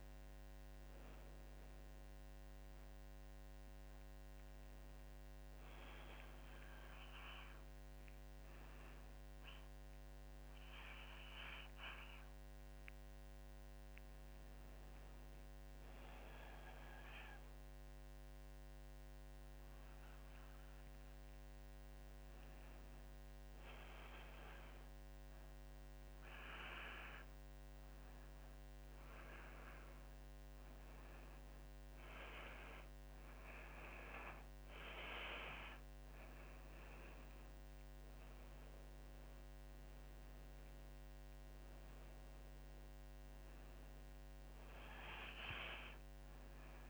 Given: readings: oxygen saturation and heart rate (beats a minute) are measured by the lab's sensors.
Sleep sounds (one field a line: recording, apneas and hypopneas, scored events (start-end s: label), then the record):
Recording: breathing in sleep by a microphone on the trachea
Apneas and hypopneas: 1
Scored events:
20.50-31.50 s: hypopnea (oxygen 100% before, 96% lowest, heart rate 55 before, 55 extreme, up 4 after)
32.50-36.00 s: arousal
From the record:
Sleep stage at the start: N2 (light sleep)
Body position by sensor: on the back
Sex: female